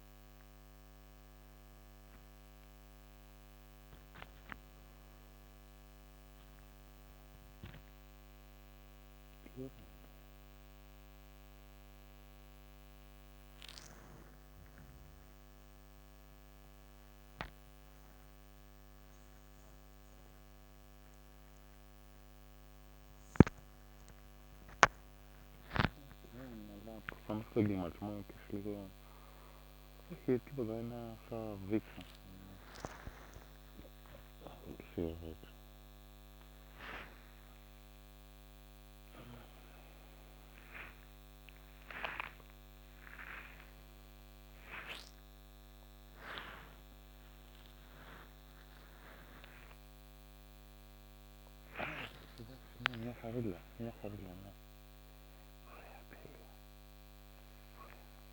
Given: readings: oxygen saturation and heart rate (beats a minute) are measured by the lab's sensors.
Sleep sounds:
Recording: a person awake in a sleep study, by a microphone on the trachea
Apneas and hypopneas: none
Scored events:
25.00-30.50 s: snoring (device-marked)
From the record:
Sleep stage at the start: awake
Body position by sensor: on the right side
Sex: male

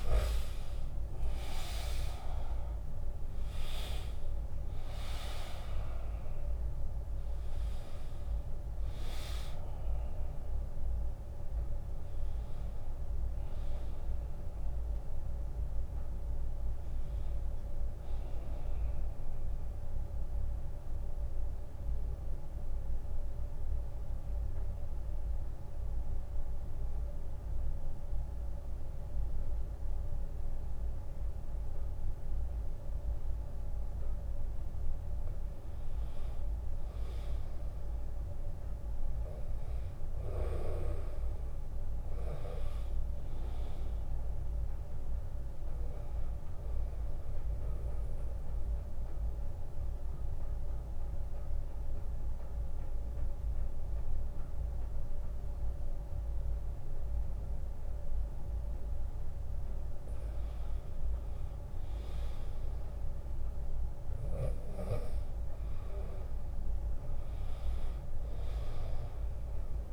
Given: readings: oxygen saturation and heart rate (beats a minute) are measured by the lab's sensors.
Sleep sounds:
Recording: breathing in sleep by a room microphone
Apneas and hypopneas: 2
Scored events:
0.00-1.50 s: long interval between heartbeats (device-marked, heart rate 66 extreme)
0.00-3.50 s: arousal
2.50-18.50 s: drop in pulse transit time (device-marked, heart rate 67 before, 66 extreme)
2.50-28.50 s: oxygen desaturation (device-marked, oxygen 98% before, 90% lowest, heart rate 67 before, 54 extreme)
4.50-6.50 s: long interval between heartbeats (device-marked, heart rate 68 before, 74 extreme)
14.50-16.50 s: long interval between heartbeats (device-marked, heart rate 70 before, 69 extreme)
20.00-35.00 s: mixed apnea (oxygen 98% before, 90% lowest, heart rate 71 before, 54 extreme, up 15 after)
26.00-28.00 s: long interval between heartbeats (device-marked, heart rate 70 before, 74 extreme)
27.50-37.50 s: bradycardia (device-marked, heart rate 77 before, 54 extreme)
33.50-35.50 s: long interval between heartbeats (device-marked, heart rate 66 before, 55 extreme)
36.00-38.00 s: long interval between heartbeats (device-marked, heart rate 64 before, 56 extreme)
36.50-40.00 s: arousal
41.00-43.00 s: long interval between heartbeats (device-marked, heart rate 62 before, 69 extreme)
45.50-61.50 s: oxygen desaturation (device-marked, oxygen 100% before, 93% lowest, heart rate 62 before, 60 extreme)
46.50-48.50 s: long interval between heartbeats (device-marked, heart rate 62 before, 69 extreme)
47.00-59.50 s: obstructive apnea (oxygen 100% before, 90% lowest, heart rate 62 before, 60 extreme, up 7 after)
55.00-57.00 s: long interval between heartbeats (device-marked, heart rate 67 before, 79 extreme)
63.00-66.50 s: arousal
64.00-66.00 s: long interval between heartbeats (device-marked, heart rate 72 before, 74 extreme)
67.00-69.00 s: long interval between heartbeats (device-marked, heart rate 73 before, 60 extreme)
From the record:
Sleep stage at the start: N2 (light sleep)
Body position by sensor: on the back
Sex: male

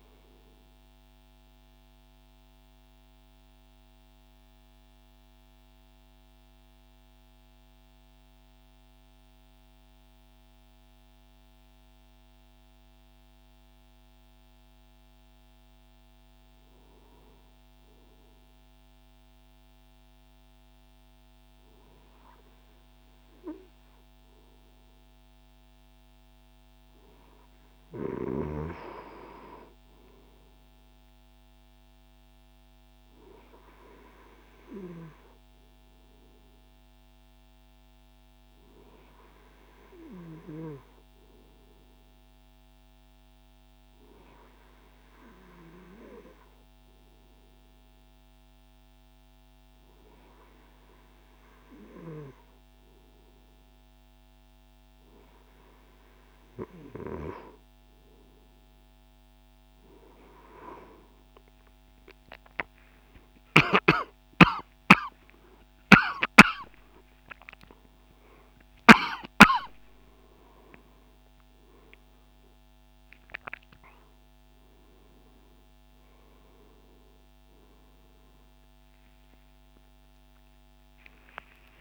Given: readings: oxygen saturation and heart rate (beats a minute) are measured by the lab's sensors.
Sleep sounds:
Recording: breathing in sleep by a microphone on the trachea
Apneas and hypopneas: 1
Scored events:
0.50-16.00 s: central apnea (oxygen 98% before, 95% lowest, heart rate 137 before, 97 extreme, up 42 after)
17.50-21.00 s: arousal
67.50-81.81 s: new sleep stage, awake
From the record:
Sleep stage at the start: N2 (light sleep)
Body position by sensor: on the right side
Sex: male

